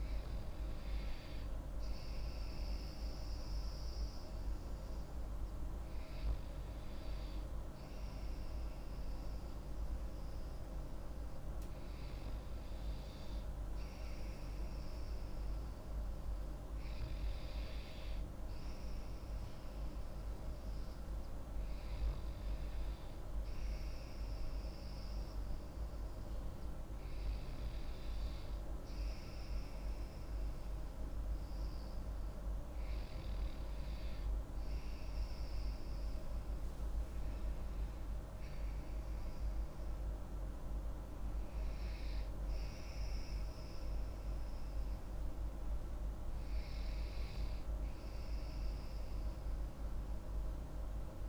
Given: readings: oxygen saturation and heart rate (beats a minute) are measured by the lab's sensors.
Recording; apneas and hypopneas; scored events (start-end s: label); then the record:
breathing in sleep, hard to hear, by a room microphone; none
none scored
From the record:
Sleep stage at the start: N2 (light sleep); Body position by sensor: on the back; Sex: female